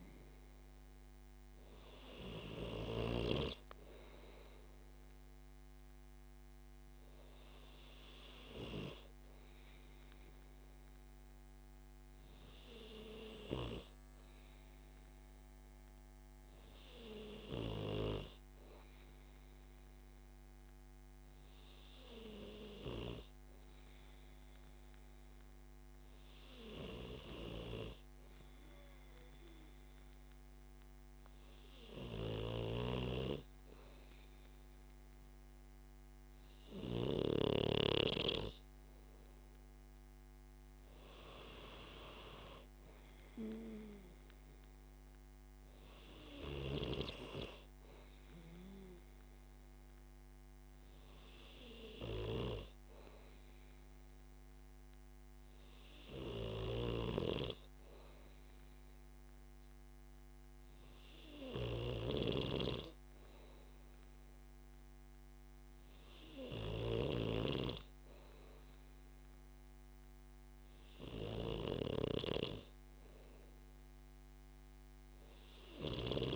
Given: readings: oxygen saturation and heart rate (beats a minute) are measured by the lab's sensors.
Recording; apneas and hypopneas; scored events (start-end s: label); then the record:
breathing in sleep by a microphone on the trachea; none
32.50-37.50 s: snoring (device-marked)
57.00-62.00 s: snoring (device-marked)
71.50-76.36 s: snoring (device-marked)
From the record:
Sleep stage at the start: N2 (light sleep); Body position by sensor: on the back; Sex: male